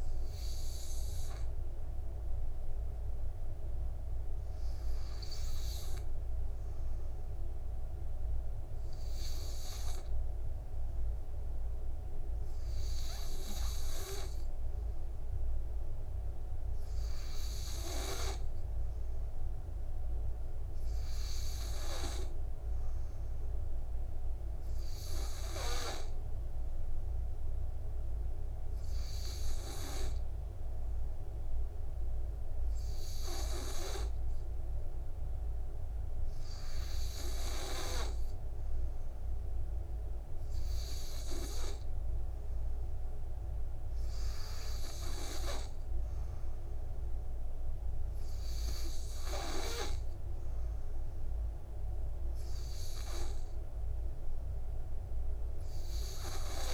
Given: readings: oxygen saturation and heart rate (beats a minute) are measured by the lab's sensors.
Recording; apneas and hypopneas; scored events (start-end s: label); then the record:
breathing in sleep by a room microphone; none
0.00-13.00 s: oxygen desaturation (device-marked, oxygen 94% lowest, heart rate 53 extreme)
From the record:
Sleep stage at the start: N2 (light sleep); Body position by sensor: on the back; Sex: male